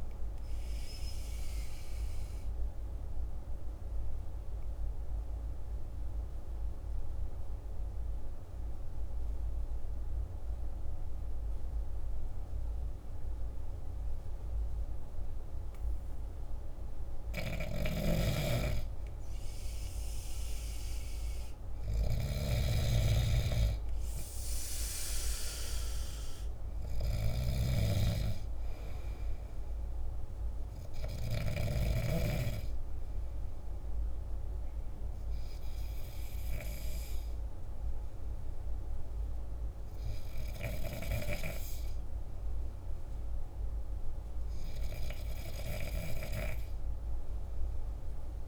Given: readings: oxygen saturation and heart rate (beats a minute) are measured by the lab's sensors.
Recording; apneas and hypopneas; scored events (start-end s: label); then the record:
breathing in sleep by a room microphone; 1
3.50-16.50 s: obstructive apnea (oxygen 96% before, 93% lowest, heart rate 57 before, 49 extreme, up 2 after)
17.50-31.50 s: snoring (device-marked)
18.00-21.00 s: arousal
21.00-42.00 s: oxygen desaturation (device-marked, oxygen 99% before, 93% lowest, heart rate 50 before, 50 extreme)
From the record:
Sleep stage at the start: N2 (light sleep); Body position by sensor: on the back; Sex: male